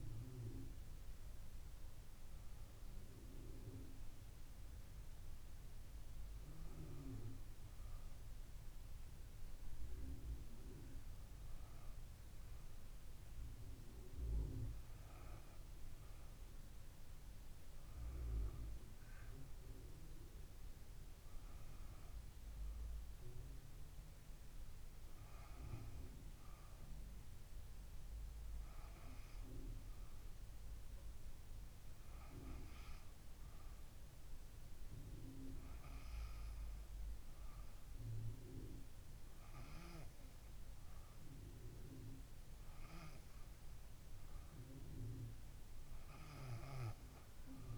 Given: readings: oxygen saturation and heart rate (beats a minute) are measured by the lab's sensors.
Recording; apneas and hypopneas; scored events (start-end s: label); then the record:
breathing in sleep by a room microphone; none
none scored
From the record:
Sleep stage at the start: N2 (light sleep); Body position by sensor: on the back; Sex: female